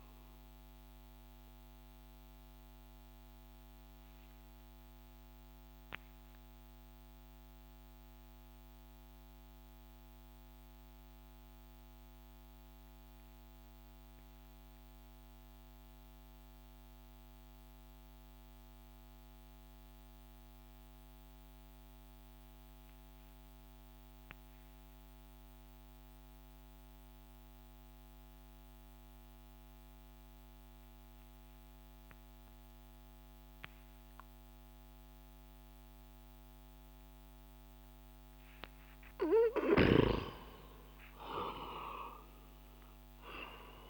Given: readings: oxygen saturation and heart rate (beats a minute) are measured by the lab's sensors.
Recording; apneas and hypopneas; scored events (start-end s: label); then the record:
breathing in sleep by a microphone on the trachea; 1
0.00-15.50 s: oxygen desaturation (device-marked, oxygen 91% lowest)
0.50-38.50 s: mixed apnea (oxygen 97% before, 91% lowest)
30.50-43.90 s: oxygen desaturation (device-marked, oxygen 98% before, 91% lowest)
From the record:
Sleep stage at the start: N2 (light sleep); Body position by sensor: on the back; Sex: male